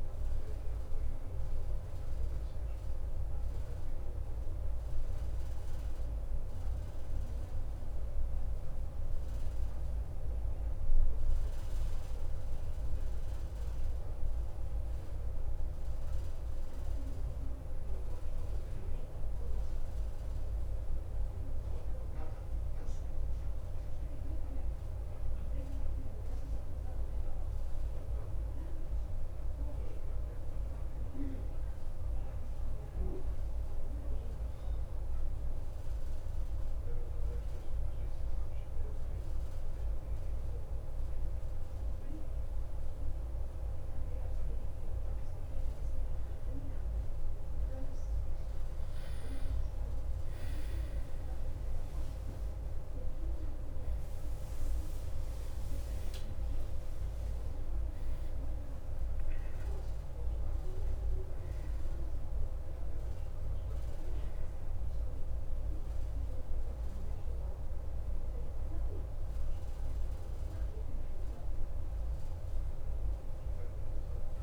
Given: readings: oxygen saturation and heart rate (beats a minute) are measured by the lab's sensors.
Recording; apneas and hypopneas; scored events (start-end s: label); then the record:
breathing in sleep, hard to hear, by a room microphone; 1
13.00-17.50 s: arousal
20.50-41.50 s: mixed apnea (oxygen 91% before, 87% lowest, heart rate 57 before, 53 extreme, up 4 after)
52.50-58.50 s: arousal
70.00-74.43 s: oxygen desaturation (device-marked, oxygen 91% before, 87% lowest, heart rate 58 before, 50 extreme)
From the record:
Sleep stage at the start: N2 (light sleep); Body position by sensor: on the right side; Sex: male